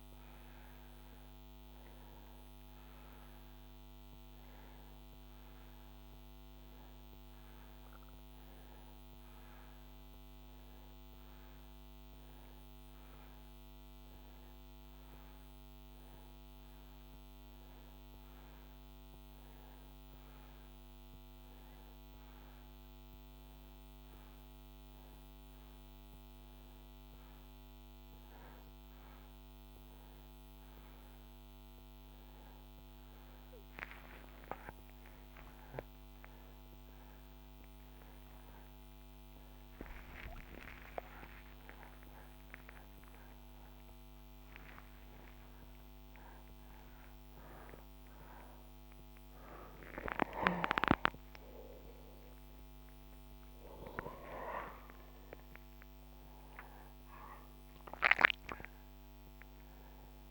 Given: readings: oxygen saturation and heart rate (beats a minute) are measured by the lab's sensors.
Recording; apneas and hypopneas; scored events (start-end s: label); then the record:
breathing in sleep by a microphone on the trachea; none
14.50-60.31 s: new sleep stage, N2 (light sleep)
35.00-41.00 s: arousal
35.00-41.00 s: snoring (device-marked)
51.50-57.00 s: arousal
From the record:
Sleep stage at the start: N1 (lightest sleep); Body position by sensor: on the back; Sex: male